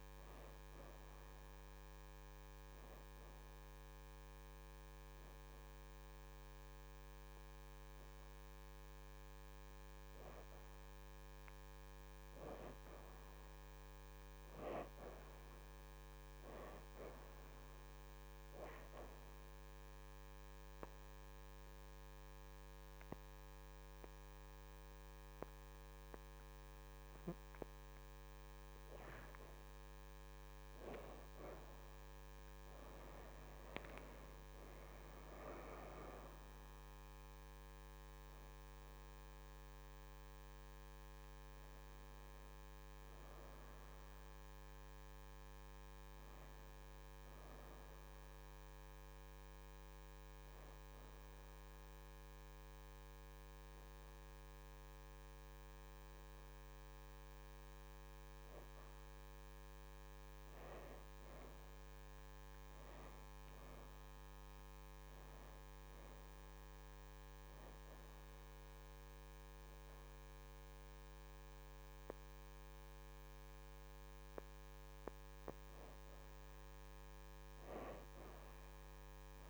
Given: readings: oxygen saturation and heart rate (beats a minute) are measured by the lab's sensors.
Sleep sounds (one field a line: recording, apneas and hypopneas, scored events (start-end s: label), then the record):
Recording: breathing in sleep by a microphone on the trachea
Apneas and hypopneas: 3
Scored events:
0.00-18.50 s: oxygen desaturation (device-marked, oxygen 71% lowest, heart rate 78 extreme)
2.00-12.00 s: hypopnea (oxygen 87% before, 62% lowest, heart rate 82 before, 78 extreme, up 2 after)
13.00-16.50 s: arousal
19.50-29.50 s: obstructive apnea (oxygen 81% before, 62% lowest, heart rate 82 before, 75 extreme, up 4 after)
20.50-33.50 s: oxygen desaturation (device-marked, oxygen 83% before, 74% lowest, heart rate 82 before, 75 extreme)
32.00-36.00 s: arousal
35.50-66.50 s: oxygen desaturation (device-marked, oxygen 82% before, 62% lowest, heart rate 81 before, 75 extreme)
49.50-60.00 s: hypopnea (oxygen 83% before, 62% lowest, heart rate 82 before, 75 extreme, up 6 after)
64.50-69.00 s: arousal
68.50-79.49 s: oxygen desaturation (device-marked, oxygen 87% before, 72% lowest, heart rate 77 before, 75 extreme)
From the record:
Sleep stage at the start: N2 (light sleep)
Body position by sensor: on the back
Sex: female